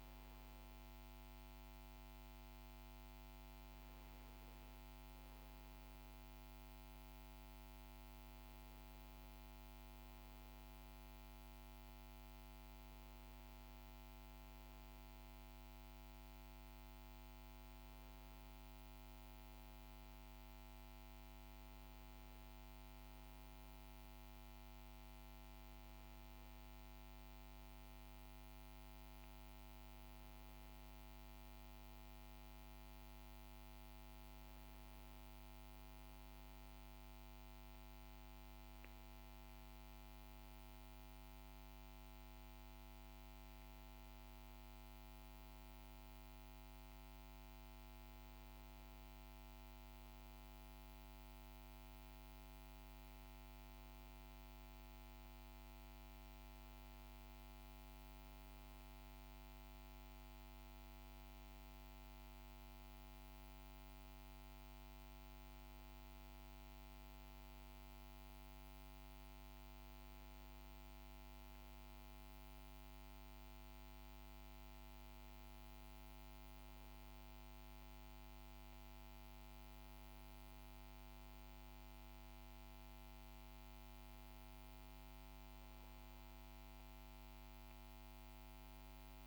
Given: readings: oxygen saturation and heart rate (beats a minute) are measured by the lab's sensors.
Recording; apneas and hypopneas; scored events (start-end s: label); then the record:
breathing in sleep, hard to hear, by a microphone on the trachea; none
none scored
From the record:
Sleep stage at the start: N1 (lightest sleep); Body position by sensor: on the right side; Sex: male